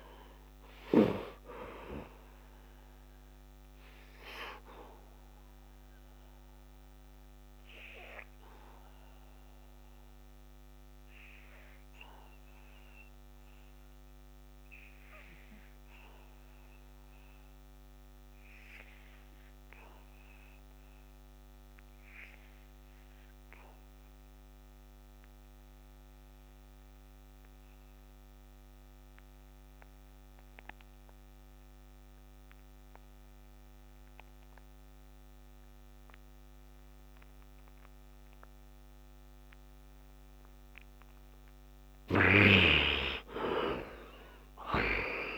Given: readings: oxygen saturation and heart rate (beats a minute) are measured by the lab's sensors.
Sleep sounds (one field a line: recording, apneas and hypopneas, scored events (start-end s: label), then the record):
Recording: breathing in sleep by a microphone on the trachea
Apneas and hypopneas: 1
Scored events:
0.00-23.50 s: oxygen desaturation (device-marked, oxygen 65% lowest, heart rate 63 extreme)
5.00-40.50 s: obstructive apnea (oxygen 100% before, 61% lowest, heart rate 76 before, 61 extreme, up 20 after)
25.50-45.38 s: oxygen desaturation (device-marked, oxygen 100% before, 61% lowest, heart rate 66 before, 61 extreme)
42.50-45.38 s: arousal
From the record:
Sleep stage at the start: N2 (light sleep)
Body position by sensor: on the back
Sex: male